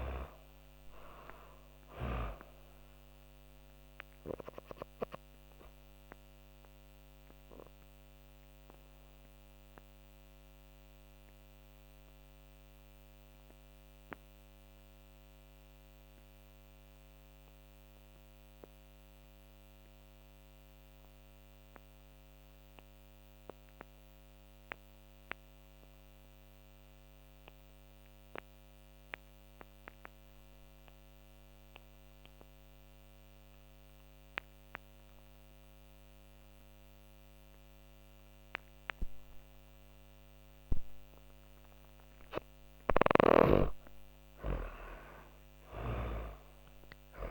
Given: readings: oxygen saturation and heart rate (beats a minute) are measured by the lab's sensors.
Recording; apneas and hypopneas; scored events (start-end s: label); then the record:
breathing in sleep by a microphone on the trachea; 1
0.00-21.50 s: oxygen desaturation (device-marked, oxygen 75% lowest)
3.00-41.00 s: obstructive apnea (oxygen 98% before, 73% lowest)
28.50-47.31 s: oxygen desaturation (device-marked, oxygen 98% before, 73% lowest)
41.50-47.31 s: snoring (device-marked)
42.50-47.31 s: arousal
From the record:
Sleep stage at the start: N2 (light sleep); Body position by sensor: on the back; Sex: female